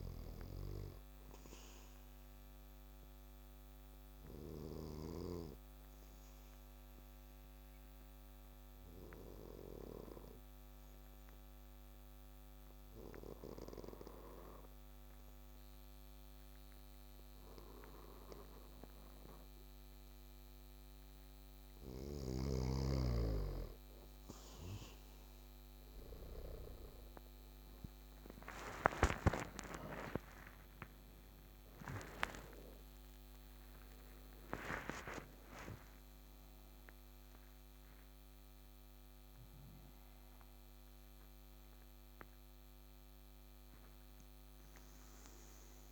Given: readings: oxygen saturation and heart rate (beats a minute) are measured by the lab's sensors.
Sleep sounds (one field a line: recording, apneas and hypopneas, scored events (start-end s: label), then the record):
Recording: breathing in sleep by a microphone on the trachea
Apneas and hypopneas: 1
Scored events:
1.50-22.00 s: obstructive apnea (oxygen 100% before, 93% lowest, heart rate 65 before, 60 extreme, up 10 after)
28.00-34.00 s: arousal
33.50-45.92 s: oxygen desaturation (device-marked, oxygen 98% before, 93% lowest, heart rate 66 before, 58 extreme)
From the record:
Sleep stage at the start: N2 (light sleep)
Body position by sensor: on the back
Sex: male